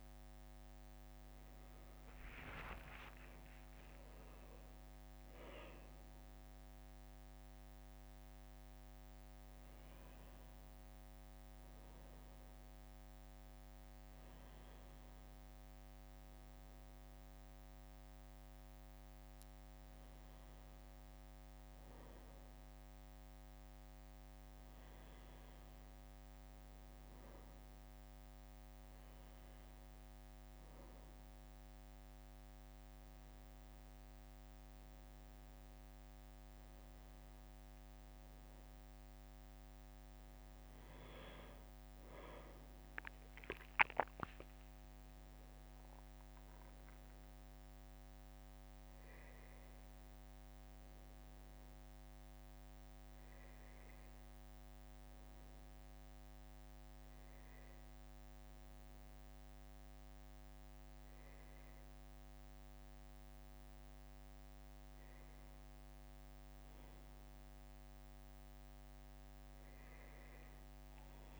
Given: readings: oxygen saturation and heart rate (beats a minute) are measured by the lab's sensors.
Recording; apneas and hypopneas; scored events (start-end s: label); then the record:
a person awake in a sleep study, hard to hear, by a microphone on the trachea; none
none scored
From the record:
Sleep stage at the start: awake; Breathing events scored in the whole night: 215 in 4.7 hours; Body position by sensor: on the back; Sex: male